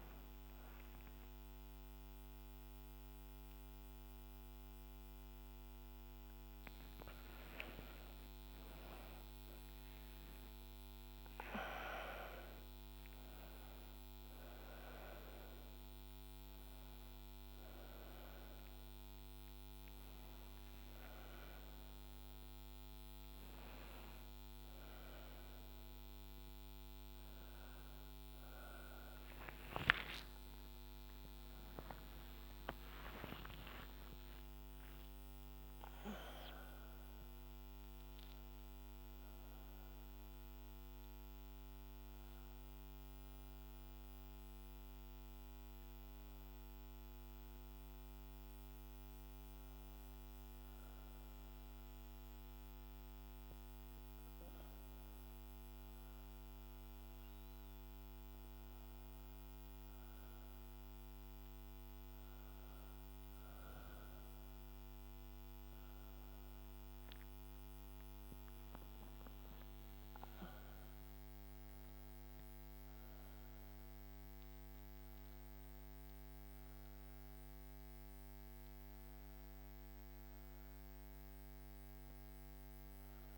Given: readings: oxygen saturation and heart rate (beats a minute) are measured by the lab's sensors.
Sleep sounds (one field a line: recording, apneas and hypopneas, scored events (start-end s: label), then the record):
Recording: a person partly awake in a sleep study, hard to hear, by a microphone on the trachea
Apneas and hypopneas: none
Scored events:
27.00-83.38 s: new sleep stage, N1 (lightest sleep)
32.50-34.50 s: long interval between heartbeats (device-marked, heart rate 71 before, 88 extreme)
67.50-71.50 s: arousal
From the record:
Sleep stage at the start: awake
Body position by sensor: on the back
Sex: female